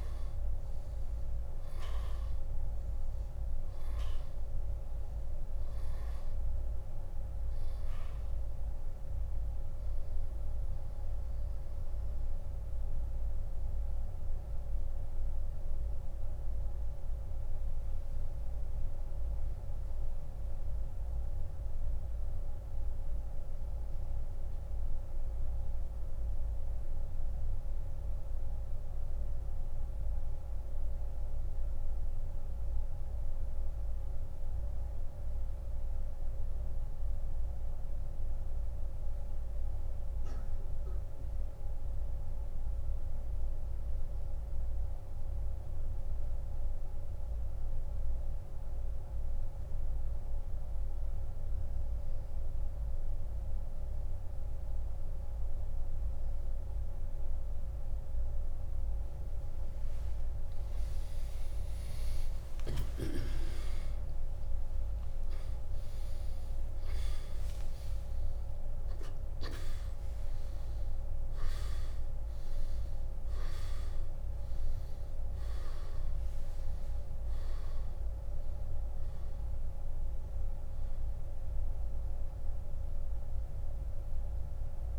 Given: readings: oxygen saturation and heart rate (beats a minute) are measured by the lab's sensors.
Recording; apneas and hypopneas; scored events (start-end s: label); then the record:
breathing in sleep, hard to hear, by a room microphone; 1
0.00-13.50 s: oxygen desaturation (device-marked, oxygen 93% lowest, heart rate 46 extreme)
12.00-60.00 s: mixed apnea (oxygen 98% before, 81% lowest)
15.50-47.50 s: oxygen desaturation (device-marked, oxygen 95% before, 84% lowest, heart rate 69 before, 49 extreme)
62.50-67.00 s: arousal
76.50-84.99 s: oxygen desaturation (device-marked, oxygen 96% before, 81% lowest, heart rate 60 before, 29 extreme)
From the record:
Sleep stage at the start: N2 (light sleep); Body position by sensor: on the back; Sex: male